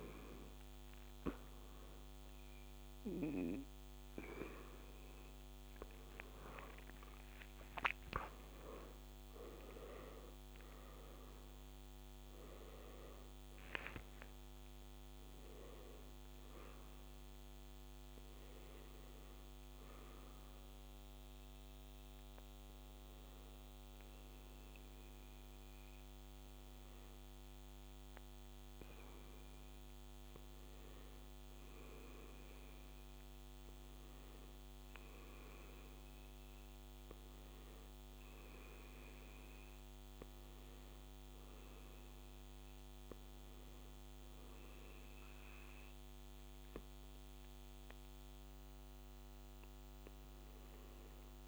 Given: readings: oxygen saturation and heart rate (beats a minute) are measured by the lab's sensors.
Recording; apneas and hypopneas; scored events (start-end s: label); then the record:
breathing in sleep by a microphone on the trachea; 1
6.00-10.50 s: arousal
20.00-30.50 s: hypopnea (oxygen 94% before, 92% lowest, heart rate 89 before, 81 extreme, up 3 after)
32.00-34.50 s: arousal
From the record:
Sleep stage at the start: N2 (light sleep); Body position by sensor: on the back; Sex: male